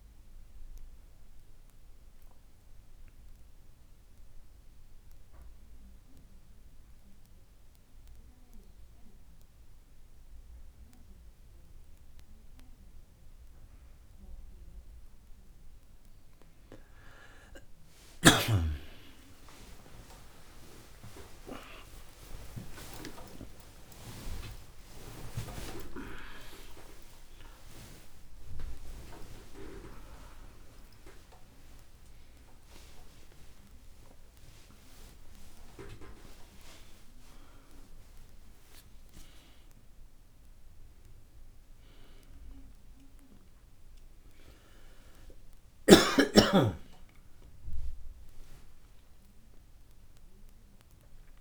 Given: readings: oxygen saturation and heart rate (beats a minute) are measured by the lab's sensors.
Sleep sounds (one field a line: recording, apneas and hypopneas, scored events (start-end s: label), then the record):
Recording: a person partly awake in a sleep study, by a room microphone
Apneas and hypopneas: 1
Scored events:
1.50-14.00 s: hypopnea (oxygen 95% before, 93% lowest, heart rate 55 before, 48 extreme, up 3 after)
31.00-51.41 s: new sleep stage, awake
From the record:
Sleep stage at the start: N2 (light sleep)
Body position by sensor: on the right side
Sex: male